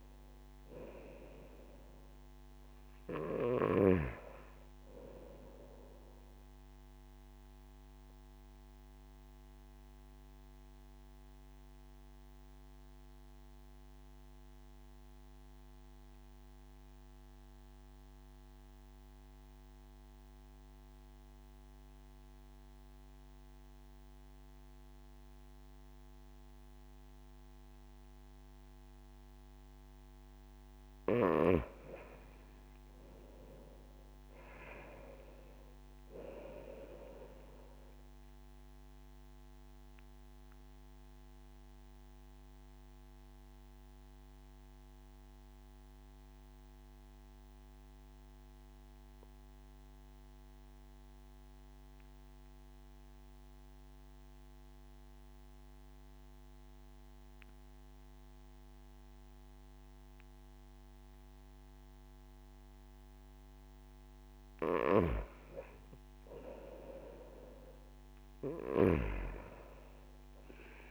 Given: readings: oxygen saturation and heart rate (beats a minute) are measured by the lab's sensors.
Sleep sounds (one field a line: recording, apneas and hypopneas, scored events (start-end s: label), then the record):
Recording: breathing in sleep by a microphone on the trachea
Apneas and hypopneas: 2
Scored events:
8.50-30.50 s: obstructive apnea (oxygen 97% before, 92% lowest)
32.00-35.50 s: arousal
32.00-53.00 s: oxygen desaturation (device-marked, oxygen 97% before, 92% lowest)
40.00-63.50 s: obstructive apnea (oxygen 97% before, 92% lowest)
65.50-69.50 s: arousal
67.00-70.91 s: oxygen desaturation (device-marked, oxygen 97% before, 92% lowest)
From the record:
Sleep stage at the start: N2 (light sleep)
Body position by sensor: on the back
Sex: male